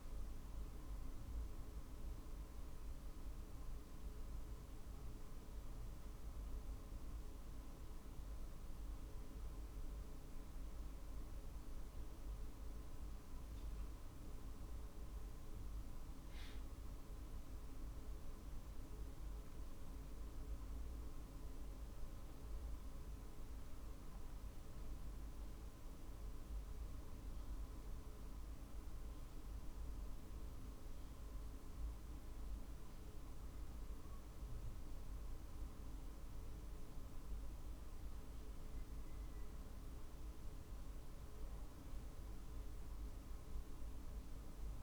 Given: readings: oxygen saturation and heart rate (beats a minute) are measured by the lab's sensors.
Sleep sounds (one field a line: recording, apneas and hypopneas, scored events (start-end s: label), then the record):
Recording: breathing in sleep, hard to hear, by a room microphone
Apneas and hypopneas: none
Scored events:
16.50-20.50 s: arousal
From the record:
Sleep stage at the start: N1 (lightest sleep)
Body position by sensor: on the right side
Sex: male